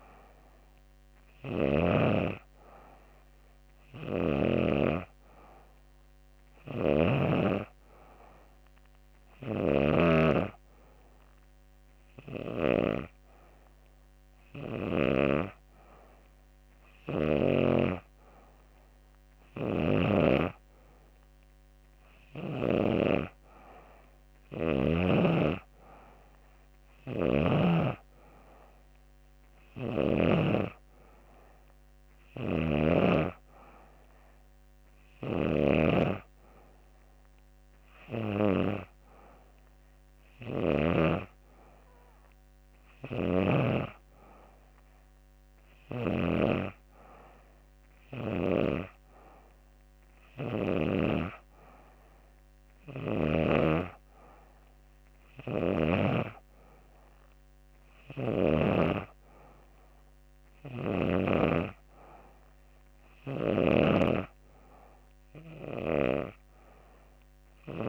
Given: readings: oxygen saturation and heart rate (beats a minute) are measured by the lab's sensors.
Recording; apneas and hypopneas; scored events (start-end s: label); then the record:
breathing in sleep by a microphone on the trachea; none
26.00-29.50 s: snoring (device-marked)
31.50-40.00 s: snoring (device-marked)
From the record:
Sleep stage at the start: N2 (light sleep); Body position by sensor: on the back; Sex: female